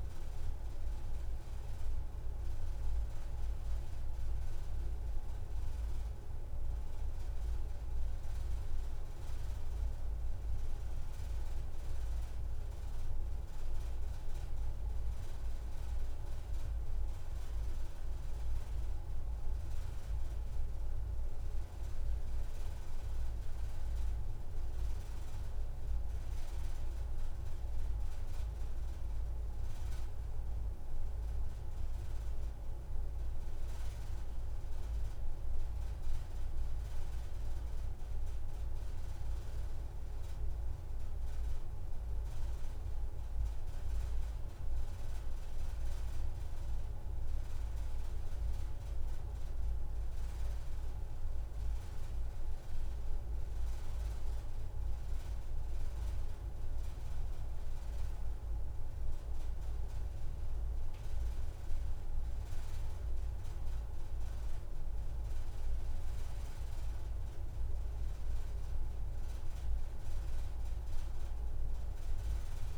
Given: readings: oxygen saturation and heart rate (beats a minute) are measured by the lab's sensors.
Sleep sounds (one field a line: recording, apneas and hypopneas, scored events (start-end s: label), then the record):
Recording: breathing in sleep, hard to hear, by a room microphone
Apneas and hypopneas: none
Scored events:
1.00-3.00 s: long interval between heartbeats (device-marked, heart rate 75 before, 170 extreme)
3.50-5.50 s: long interval between heartbeats (device-marked, heart rate 74 before, 172 extreme)
6.50-8.50 s: long interval between heartbeats (device-marked, heart rate 81 before, 179 extreme)
10.00-12.00 s: long interval between heartbeats (device-marked, heart rate 112 before, 198 extreme)
40.00-42.00 s: long interval between heartbeats (device-marked, heart rate 172 before, 85 extreme)
46.00-48.00 s: long interval between heartbeats (device-marked, heart rate 130 before, 79 extreme)
50.00-52.00 s: long interval between heartbeats (device-marked, heart rate 110 before, 130 extreme)
53.00-55.00 s: long interval between heartbeats (device-marked, heart rate 100 before, 127 extreme)
From the record:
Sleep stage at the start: N1 (lightest sleep)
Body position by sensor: on the back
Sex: female